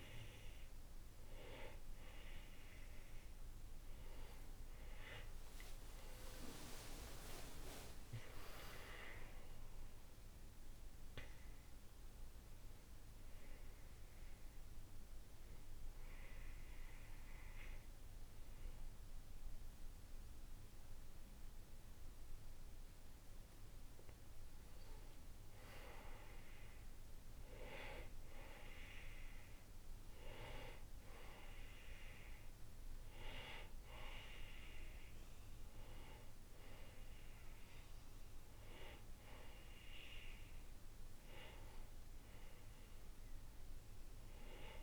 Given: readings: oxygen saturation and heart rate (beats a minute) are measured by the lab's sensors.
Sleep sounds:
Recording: breathing in sleep by a room microphone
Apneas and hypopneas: 1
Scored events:
0.00-1.00 s: arousal
10.50-23.00 s: hypopnea (oxygen 97% before, 93% lowest, heart rate 64 before, 56 extreme, up 9 after)
12.50-44.83 s: new sleep stage, N2 (light sleep)
25.00-29.00 s: arousal
From the record:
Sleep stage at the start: N1 (lightest sleep)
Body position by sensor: on the right side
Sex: male

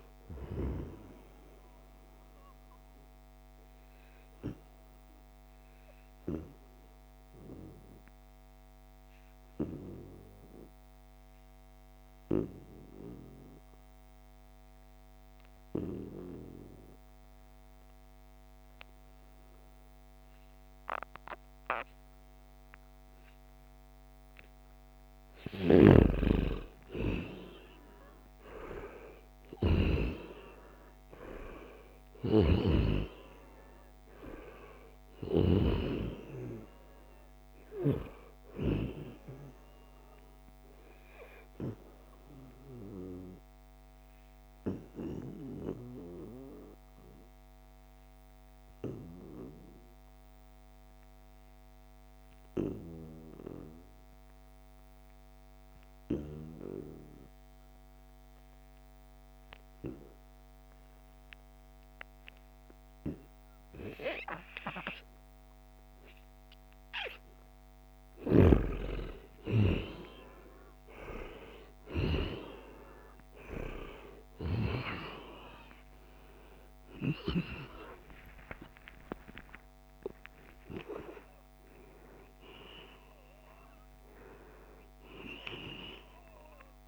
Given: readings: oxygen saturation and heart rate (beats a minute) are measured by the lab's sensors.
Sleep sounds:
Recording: breathing in sleep by a microphone on the trachea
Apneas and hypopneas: 2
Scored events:
0.00-10.00 s: oxygen desaturation (device-marked, oxygen 87% lowest, heart rate 71 extreme)
2.00-25.00 s: obstructive apnea (oxygen 95% before, 87% lowest, heart rate 78 before, 71 extreme, up 1 after)
25.50-30.00 s: snoring (device-marked)
26.00-30.00 s: arousal
26.00-50.00 s: oxygen desaturation (device-marked, oxygen 97% before, 89% lowest, heart rate 75 before, 70 extreme)
43.00-68.00 s: obstructive apnea (oxygen 98% before, 89% lowest, heart rate 76 before, 70 extreme, up 3 after)
67.00-86.88 s: oxygen desaturation (device-marked, oxygen 97% before, 90% lowest, heart rate 73 before, 72 extreme)
77.00-82.50 s: arousal
77.50-79.50 s: long interval between heartbeats (device-marked, heart rate 72 before, 89 extreme)
80.00-82.00 s: long interval between heartbeats (device-marked, heart rate 77 before, 132 extreme)
From the record:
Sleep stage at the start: N2 (light sleep)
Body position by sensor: on the right side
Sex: male

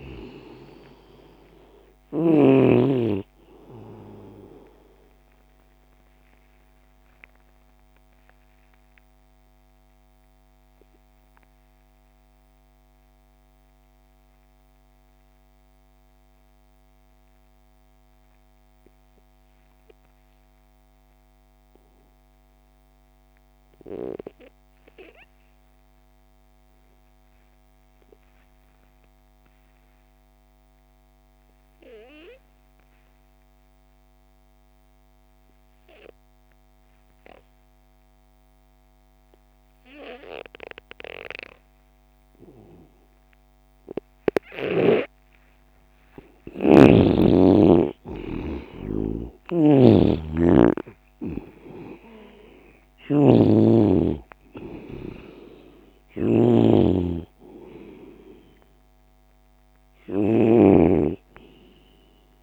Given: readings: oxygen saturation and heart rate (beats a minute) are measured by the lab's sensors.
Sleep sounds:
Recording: breathing in sleep by a microphone on the trachea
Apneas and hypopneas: 1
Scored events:
0.00-2.00 s: snoring (device-marked)
0.00-19.50 s: oxygen desaturation (device-marked, oxygen 85% lowest)
4.00-44.00 s: obstructive apnea (oxygen 98% before, 83% lowest)
38.50-62.43 s: oxygen desaturation (device-marked, oxygen 98% before, 83% lowest)
46.00-50.00 s: arousal
49.00-60.50 s: snoring (device-marked)
From the record:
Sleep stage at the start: N2 (light sleep)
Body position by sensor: on the left side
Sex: male

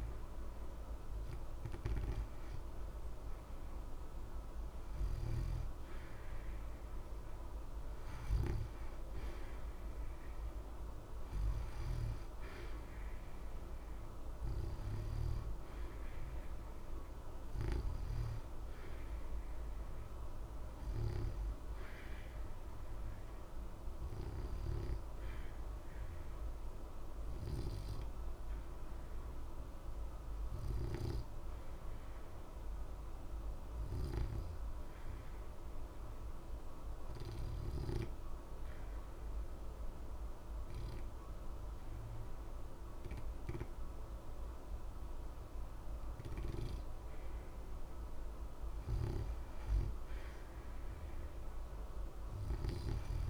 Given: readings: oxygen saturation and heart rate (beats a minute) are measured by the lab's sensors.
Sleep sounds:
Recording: breathing in sleep by a room microphone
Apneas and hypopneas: 1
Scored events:
17.50-40.50 s: oxygen desaturation (device-marked, oxygen 87% before, 83% lowest, heart rate 61 before, 60 extreme)
26.50-45.50 s: obstructive apnea (oxygen 88% before, 83% lowest, heart rate 61 before, 60 extreme, up 0 after)
48.00-51.00 s: arousal
From the record:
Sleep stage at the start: N2 (light sleep)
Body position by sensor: on the back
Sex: male

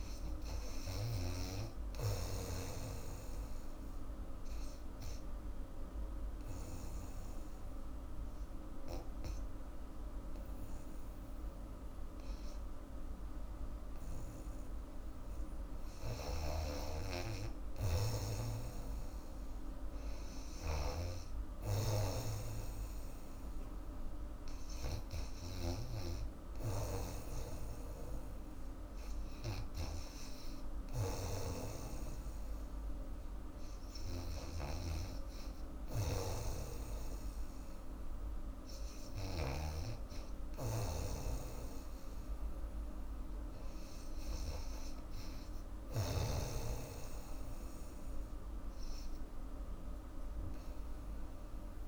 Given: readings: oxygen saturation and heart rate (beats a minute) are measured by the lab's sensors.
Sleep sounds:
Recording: breathing in sleep by a room microphone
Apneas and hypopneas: 1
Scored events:
0.00-1.50 s: snoring (device-marked)
0.00-10.00 s: oxygen desaturation (device-marked, oxygen 90% lowest, heart rate 65 extreme)
4.50-15.50 s: obstructive apnea (oxygen 98% before, 87% lowest, heart rate 79 before, 65 extreme, up 11 after)
16.00-39.50 s: snoring (device-marked)
23.00-35.00 s: oxygen desaturation (device-marked, oxygen 95% before, 87% lowest, heart rate 74 before, 75 extreme)
From the record:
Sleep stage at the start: REM sleep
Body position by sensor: on the back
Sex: female

